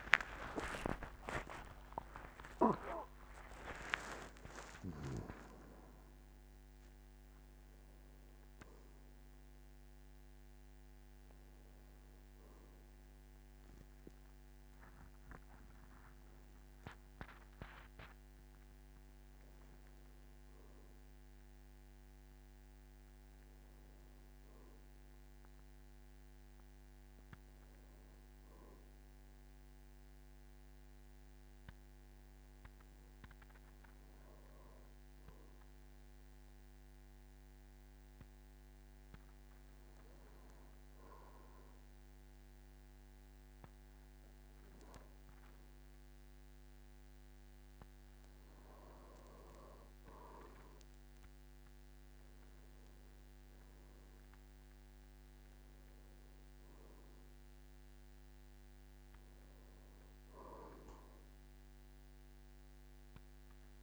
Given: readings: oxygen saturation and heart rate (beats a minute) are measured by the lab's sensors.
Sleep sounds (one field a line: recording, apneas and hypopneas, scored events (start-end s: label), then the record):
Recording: a person partly awake in a sleep study, by a microphone on the trachea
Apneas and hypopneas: 1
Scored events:
0.00-5.50 s: tachycardia (device-marked, heart rate 149 extreme)
0.00-26.50 s: oxygen desaturation (device-marked, oxygen 89% lowest, heart rate 53 extreme)
2.50-4.50 s: long interval between heartbeats (device-marked, heart rate 66 before, 135 extreme)
2.50-32.50 s: new sleep stage, awake
32.50-63.83 s: new sleep stage, N2 (light sleep)
35.00-48.50 s: hypopnea (oxygen 99% before, 94% lowest, heart rate 59 before, 51 extreme, up 9 after)
52.00-56.00 s: arousal
52.50-63.83 s: oxygen desaturation (device-marked, oxygen 99% before, 94% lowest, heart rate 56 before, 48 extreme)
From the record:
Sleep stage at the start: N2 (light sleep)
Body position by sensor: on the back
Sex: male